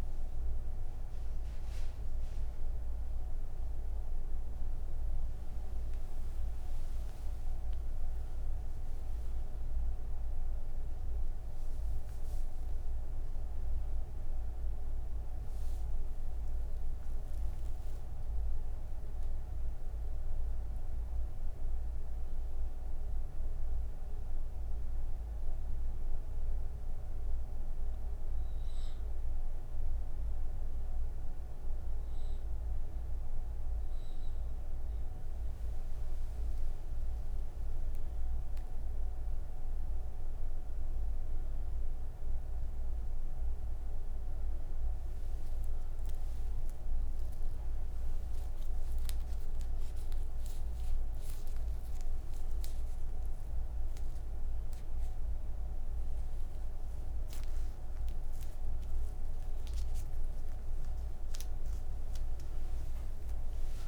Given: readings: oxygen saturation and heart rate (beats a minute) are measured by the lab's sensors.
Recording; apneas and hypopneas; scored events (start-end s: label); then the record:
breathing in sleep, hard to hear, by a room microphone; 1
15.00-25.00 s: oxygen desaturation (device-marked, oxygen 97% before, 94% lowest)
22.50-36.00 s: hypopnea (oxygen 98% before, 94% lowest)
From the record:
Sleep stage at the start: N1 (lightest sleep); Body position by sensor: on the right side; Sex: female